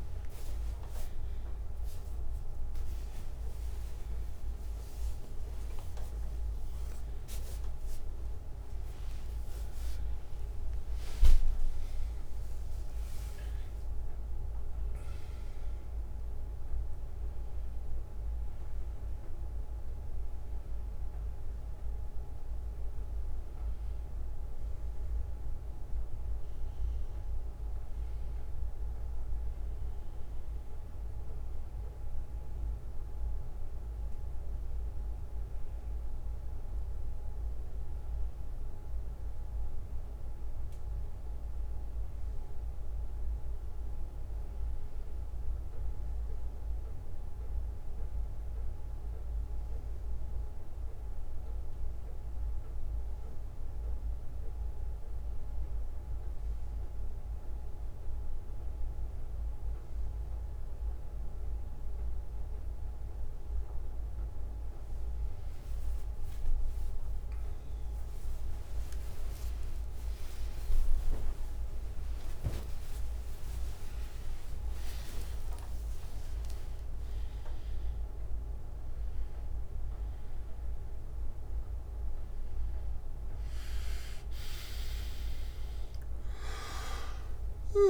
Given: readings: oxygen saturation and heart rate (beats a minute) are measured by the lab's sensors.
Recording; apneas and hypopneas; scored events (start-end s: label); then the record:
a person partly awake in a sleep study, hard to hear, by a room microphone; none
2.00-62.00 s: new sleep stage, N1 (lightest sleep)
27.00-31.00 s: bradycardia (device-marked, heart rate 66 before, 59 extreme)
61.00-64.00 s: bradycardia (device-marked, heart rate 66 before, 61 extreme)
62.00-87.90 s: new sleep stage, awake
68.00-77.00 s: tachycardia (device-marked, heart rate 66 before, 158 extreme)
From the record:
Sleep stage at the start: awake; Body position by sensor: on the back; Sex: male